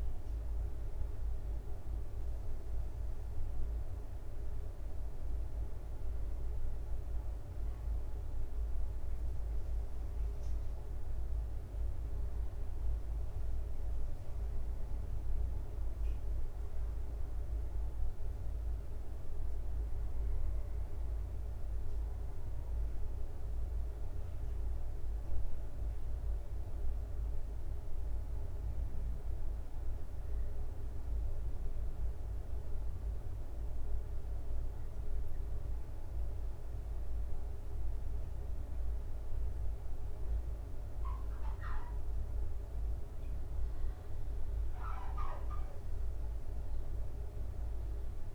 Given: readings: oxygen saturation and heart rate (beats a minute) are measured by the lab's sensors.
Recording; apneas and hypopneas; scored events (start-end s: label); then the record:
breathing in sleep, hard to hear, by a room microphone; 1
0.00-1.00 s: drop in pulse transit time (device-marked, heart rate 73 extreme)
0.00-9.00 s: oxygen desaturation (device-marked, oxygen 88% lowest, heart rate 65 extreme)
18.00-21.50 s: arousal
23.50-41.00 s: obstructive apnea (oxygen 97% before, 89% lowest, heart rate 68 before, 65 extreme, up 4 after)
42.00-48.35 s: oxygen desaturation (device-marked, oxygen 96% before, 92% lowest, heart rate 67 before, 66 extreme)
From the record:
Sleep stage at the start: N2 (light sleep); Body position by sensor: on the back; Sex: male